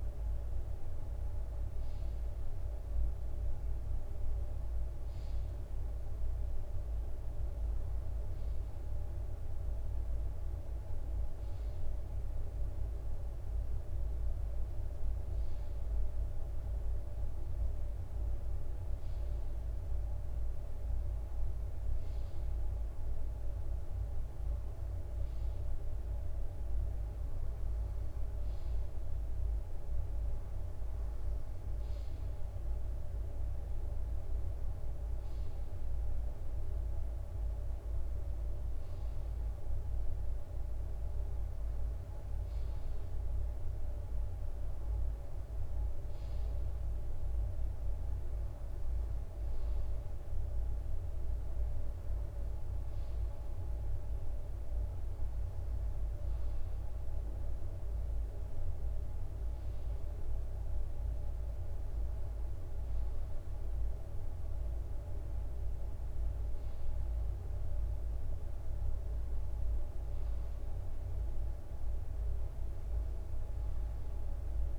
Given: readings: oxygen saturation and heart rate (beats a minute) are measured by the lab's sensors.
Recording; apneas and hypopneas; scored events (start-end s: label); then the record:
breathing in sleep, hard to hear, by a room microphone; none
0.00-11.50 s: drop in pulse transit time (device-marked, heart rate 62 extreme)
From the record:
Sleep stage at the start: N2 (light sleep); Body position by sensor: on the right side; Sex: male